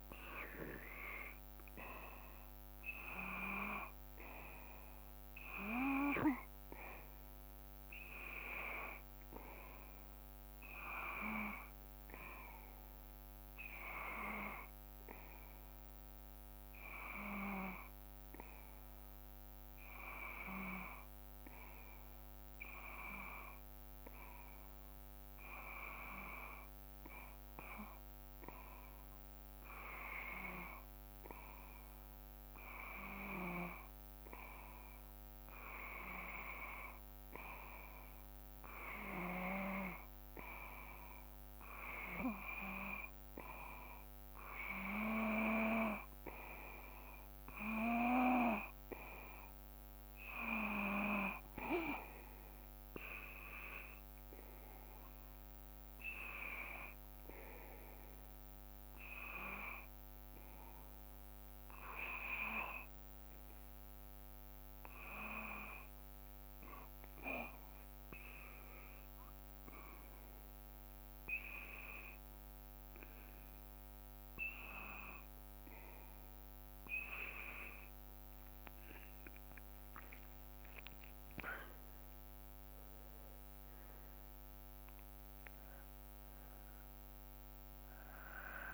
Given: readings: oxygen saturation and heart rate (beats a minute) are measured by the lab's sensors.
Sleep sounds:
breathing in sleep by a microphone on the trachea; 1
5.00-15.00 s: oxygen desaturation (device-marked, oxygen 94% before, 90% lowest, heart rate 59 before, 56 extreme)
21.50-41.00 s: hypopnea (oxygen 95% before, 92% lowest, heart rate 58 before, 54 extreme, up 2 after)
46.50-50.50 s: arousal
80.50-84.00 s: arousal
From the record:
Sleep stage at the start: N2 (light sleep); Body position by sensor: on the back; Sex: male

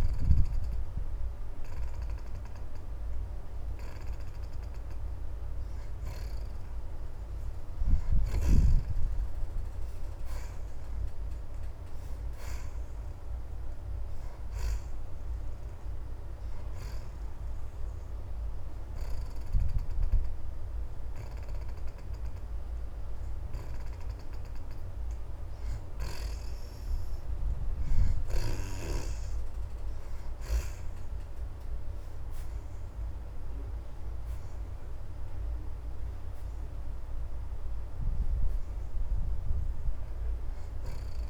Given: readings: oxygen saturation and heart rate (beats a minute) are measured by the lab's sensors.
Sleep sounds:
breathing in sleep by a room microphone; 1
0.00-20.00 s: oxygen desaturation (device-marked, oxygen 75% before, 66% lowest)
15.50-26.00 s: hypopnea (oxygen 75% before, 64% lowest)
30.00-37.00 s: oxygen desaturation (device-marked, oxygen 74% before, 66% lowest)
31.50-35.00 s: arousal
From the record:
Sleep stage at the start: N2 (light sleep); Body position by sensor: on the back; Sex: female

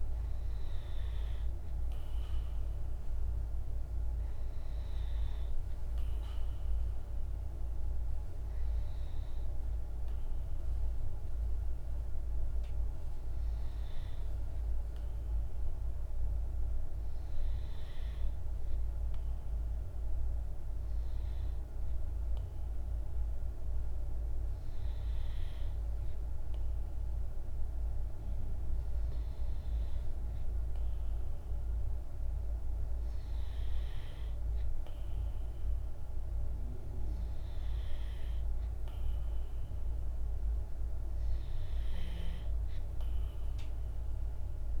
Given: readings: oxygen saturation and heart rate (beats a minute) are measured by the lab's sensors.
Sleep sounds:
breathing in sleep, hard to hear, by a room microphone; 1
7.50-33.50 s: hypopnea (oxygen 98% before, 95% lowest, heart rate 51 before, 47 extreme, up 3 after)
36.00-40.00 s: arousal
From the record:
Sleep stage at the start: N2 (light sleep); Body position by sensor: on the back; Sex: male

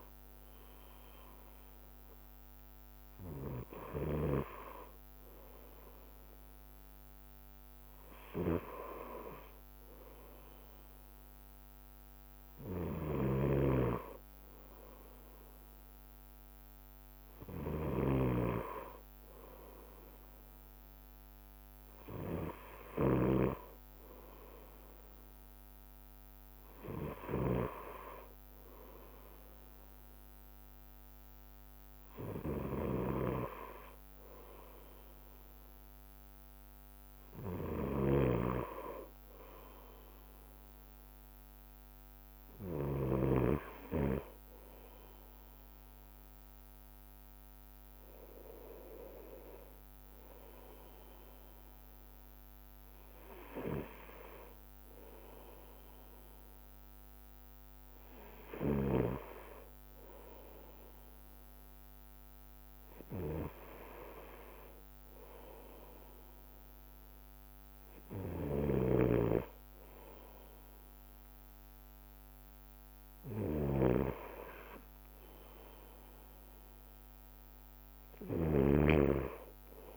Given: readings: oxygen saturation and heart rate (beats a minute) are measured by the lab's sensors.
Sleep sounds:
breathing in sleep by a microphone on the trachea; none
0.00-79.97 s: bradycardia (device-marked, heart rate 54 extreme)
13.00-44.00 s: snoring (device-marked)
69.00-79.00 s: snoring (device-marked)
From the record:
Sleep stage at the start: N2 (light sleep); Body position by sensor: on the right side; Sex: male

